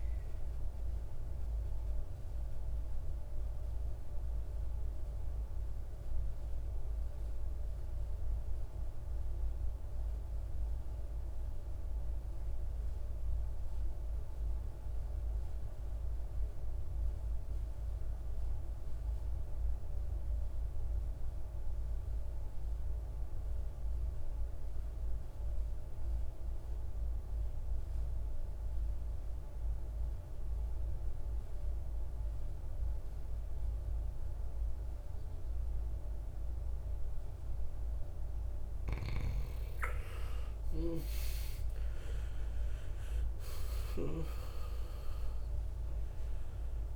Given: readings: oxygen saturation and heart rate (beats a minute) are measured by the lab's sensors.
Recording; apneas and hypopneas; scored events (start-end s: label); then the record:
breathing in sleep by a room microphone; 1
0.00-9.00 s: oxygen desaturation (device-marked, oxygen 92% lowest, heart rate 52 extreme)
4.50-37.50 s: obstructive apnea (oxygen 98% before, 84% lowest, heart rate 62 before, 52 extreme, up 24 after)
27.00-46.96 s: oxygen desaturation (device-marked, oxygen 98% before, 84% lowest, heart rate 54 before, 55 extreme)
30.00-46.96 s: new sleep stage, REM sleep
39.00-43.50 s: arousal
From the record:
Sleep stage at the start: N2 (light sleep); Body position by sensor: on the right side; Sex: male